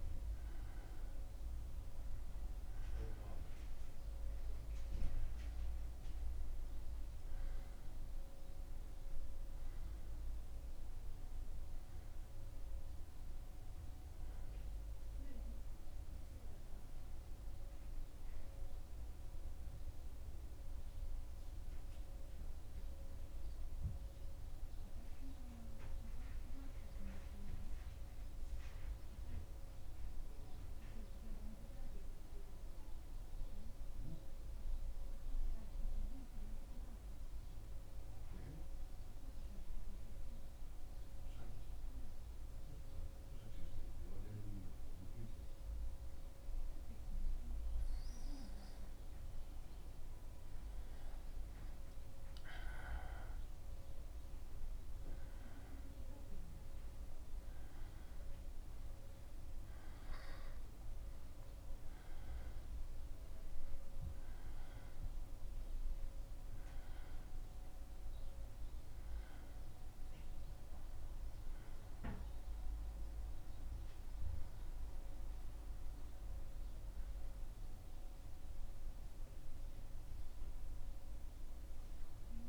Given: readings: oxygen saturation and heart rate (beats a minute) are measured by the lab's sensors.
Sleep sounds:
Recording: breathing in sleep, hard to hear, by a room microphone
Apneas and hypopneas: 1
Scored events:
19.50-49.50 s: new sleep stage, N2 (light sleep)
20.00-47.50 s: central apnea (oxygen 98% before, 92% lowest, heart rate 78 before, 77 extreme, up 1 after)
48.50-53.50 s: oxygen desaturation (device-marked, oxygen 97% before, 96% lowest, heart rate 77 before, 78 extreme)
49.50-79.50 s: new sleep stage, N1 (lightest sleep)
50.50-56.00 s: arousal
79.50-82.49 s: new sleep stage, awake
From the record:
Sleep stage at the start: N1 (lightest sleep)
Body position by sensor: on the back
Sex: male

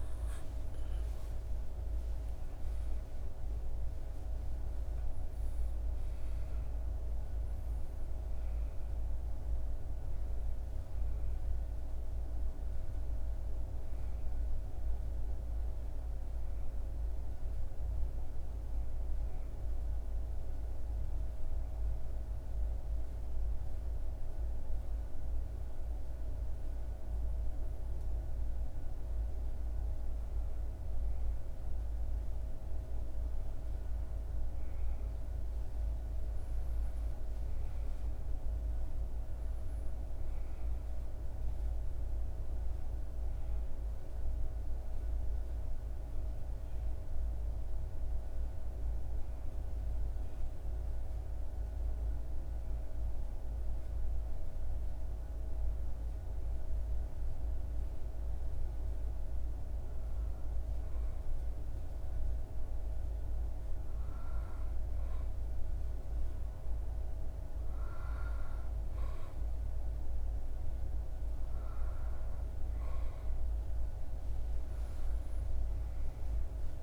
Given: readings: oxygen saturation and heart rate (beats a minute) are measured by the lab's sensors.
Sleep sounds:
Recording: breathing in sleep, hard to hear, by a room microphone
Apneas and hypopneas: 2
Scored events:
0.00-3.00 s: arousal
20.00-31.50 s: hypopnea (oxygen 98% before, 96% lowest, heart rate 84 before, 69 extreme, up 11 after)
33.50-37.00 s: arousal
49.00-65.50 s: hypopnea (oxygen 98% before, 96% lowest, heart rate 78 before, 75 extreme, up 2 after)
67.00-70.00 s: arousal
From the record:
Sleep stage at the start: N2 (light sleep)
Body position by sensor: on the back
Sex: male

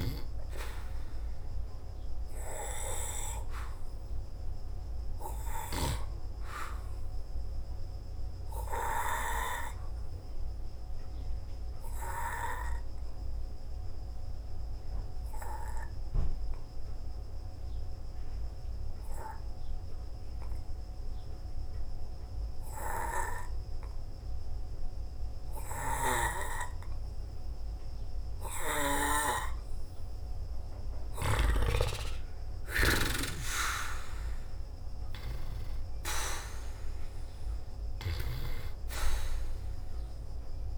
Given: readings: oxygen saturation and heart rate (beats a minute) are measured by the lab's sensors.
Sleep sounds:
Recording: breathing in sleep by a room microphone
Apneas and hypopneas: 1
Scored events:
6.00-17.00 s: oxygen desaturation (device-marked, oxygen 95% before, 91% lowest, heart rate 58 before, 55 extreme)
9.00-30.00 s: obstructive apnea (oxygen 95% before, 86% lowest, heart rate 59 before, 55 extreme, up 0 after)
32.50-35.50 s: arousal
From the record:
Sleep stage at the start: N2 (light sleep)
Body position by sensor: on the back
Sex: male

